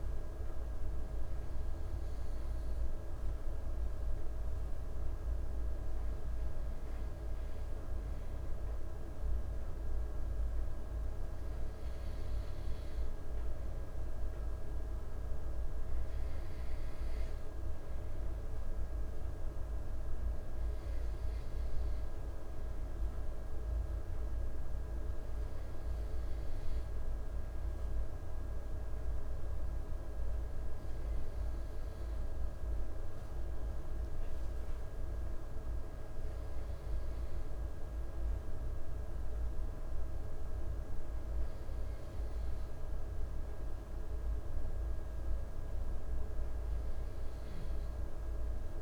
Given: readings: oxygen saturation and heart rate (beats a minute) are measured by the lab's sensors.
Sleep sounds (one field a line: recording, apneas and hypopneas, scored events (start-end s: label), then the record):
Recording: breathing in sleep, hard to hear, by a room microphone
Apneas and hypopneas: none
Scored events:
none scored
From the record:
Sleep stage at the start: N2 (light sleep)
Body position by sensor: on the back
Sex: male